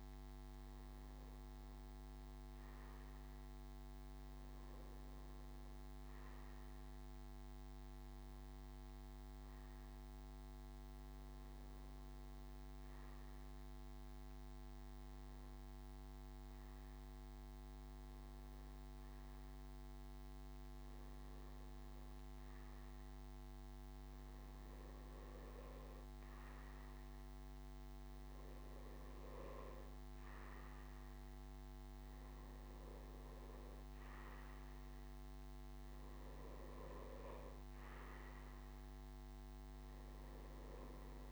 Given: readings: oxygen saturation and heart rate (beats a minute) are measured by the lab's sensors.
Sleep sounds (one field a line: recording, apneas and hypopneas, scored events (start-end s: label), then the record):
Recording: breathing in sleep, hard to hear, by a microphone on the trachea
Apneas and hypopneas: none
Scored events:
13.00-41.32 s: new sleep stage, N1 (lightest sleep)
From the record:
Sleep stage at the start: N3 (deep sleep)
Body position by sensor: on the back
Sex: male